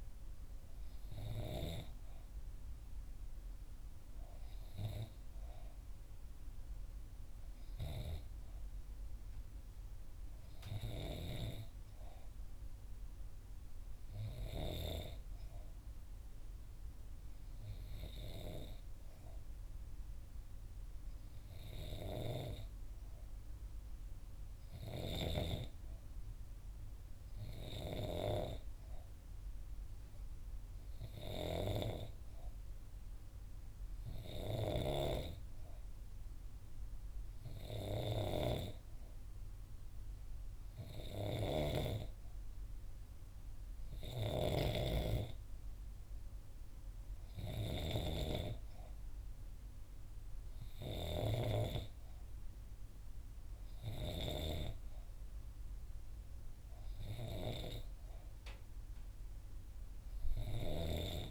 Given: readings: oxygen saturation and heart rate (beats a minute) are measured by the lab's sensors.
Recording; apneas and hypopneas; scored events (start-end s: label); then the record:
breathing in sleep by a room microphone; 1
18.50-37.50 s: hypopnea (oxygen 94% before, 90% lowest, heart rate 60 before, 60 extreme, up 0 after)
38.00-41.50 s: arousal
39.00-61.31 s: oxygen desaturation (device-marked, oxygen 94% before, 90% lowest, heart rate 61 before, 59 extreme)
From the record:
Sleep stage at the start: N2 (light sleep); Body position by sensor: on the right side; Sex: female